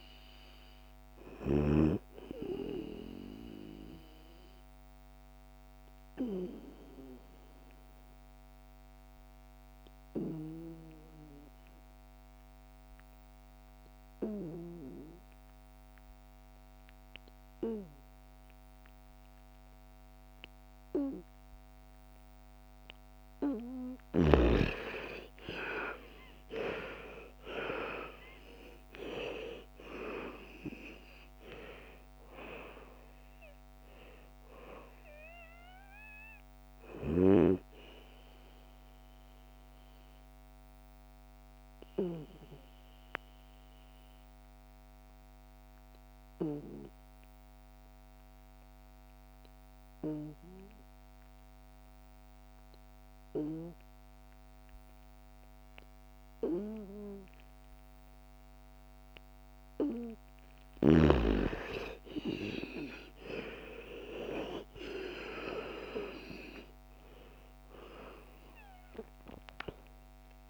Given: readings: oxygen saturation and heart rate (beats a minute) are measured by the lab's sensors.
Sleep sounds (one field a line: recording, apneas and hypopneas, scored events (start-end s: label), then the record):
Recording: breathing in sleep by a microphone on the trachea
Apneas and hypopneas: 2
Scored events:
0.00-9.50 s: oxygen desaturation (device-marked, oxygen 83% lowest, heart rate 56 extreme)
3.50-22.50 s: obstructive apnea (oxygen 99% before, 81% lowest, heart rate 64 before, 56 extreme, up 14 after)
24.50-28.00 s: arousal
24.50-44.50 s: oxygen desaturation (device-marked, oxygen 98% before, 81% lowest, heart rate 58 before, 56 extreme)
38.50-59.50 s: obstructive apnea (oxygen 99% before, 81% lowest, heart rate 67 before, 55 extreme, up 13 after)
57.50-70.50 s: oxygen desaturation (device-marked, oxygen 99% before, 81% lowest, heart rate 59 before, 55 extreme)
60.00-64.00 s: arousal
From the record:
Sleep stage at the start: N2 (light sleep)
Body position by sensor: on the back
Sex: female